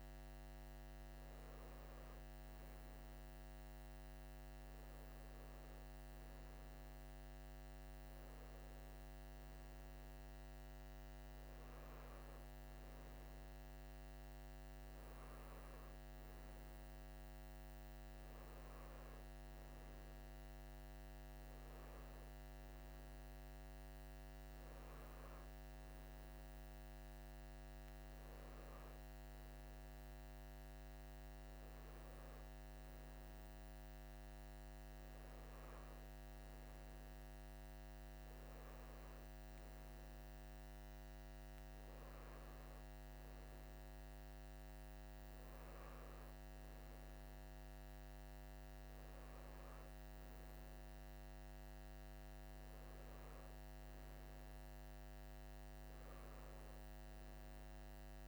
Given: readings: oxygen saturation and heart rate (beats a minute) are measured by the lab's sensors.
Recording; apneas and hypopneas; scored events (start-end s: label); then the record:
breathing in sleep, hard to hear, by a microphone on the trachea; none
none scored
From the record:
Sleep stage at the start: N3 (deep sleep); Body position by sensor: on the right side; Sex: male